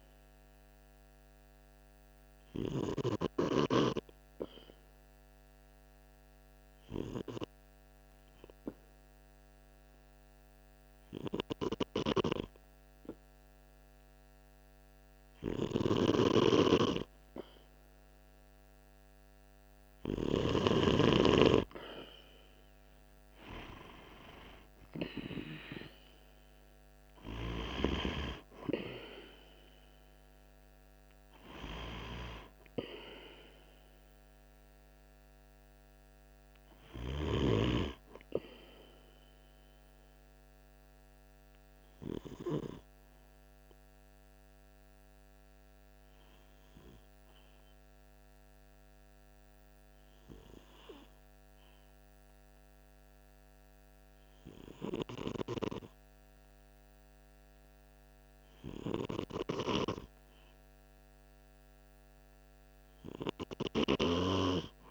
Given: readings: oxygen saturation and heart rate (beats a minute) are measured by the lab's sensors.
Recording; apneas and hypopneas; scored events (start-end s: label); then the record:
breathing in sleep by a microphone on the trachea; 2
2.50-18.50 s: obstructive apnea (oxygen 96% before, 93% lowest, heart rate 48 before, 46 extreme, up 4 after)
23.00-28.00 s: arousal
39.50-60.50 s: obstructive apnea (oxygen 96% before, 93% lowest, heart rate 48 before, 47 extreme, up 1 after)
63.00-64.91 s: arousal
From the record:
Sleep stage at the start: N2 (light sleep); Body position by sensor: on the right side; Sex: male